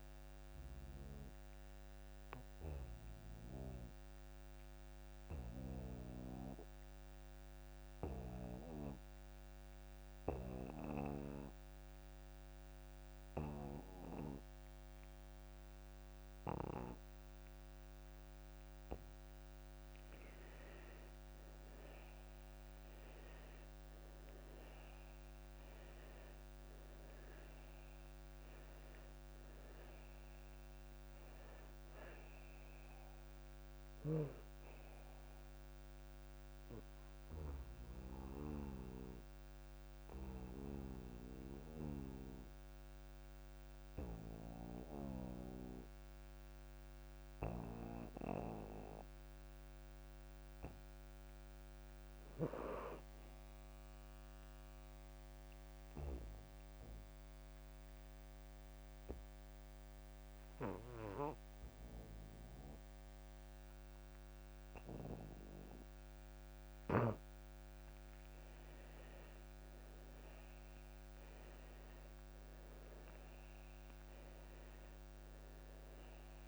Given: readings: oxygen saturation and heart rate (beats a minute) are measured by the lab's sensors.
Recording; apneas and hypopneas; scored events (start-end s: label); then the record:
breathing in sleep by a microphone on the trachea; 2
0.00-3.00 s: oxygen desaturation (device-marked, oxygen 74% lowest)
3.50-19.50 s: obstructive apnea (oxygen 97% before, 82% lowest)
21.00-24.50 s: arousal
21.00-53.00 s: oxygen desaturation (device-marked, oxygen 98% before, 82% lowest)
37.00-66.50 s: obstructive apnea (oxygen 100% before, 82% lowest)
65.00-76.47 s: oxygen desaturation (device-marked, oxygen 99% before, 84% lowest)
68.50-72.50 s: arousal
From the record:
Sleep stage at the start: N2 (light sleep); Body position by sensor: on the back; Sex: male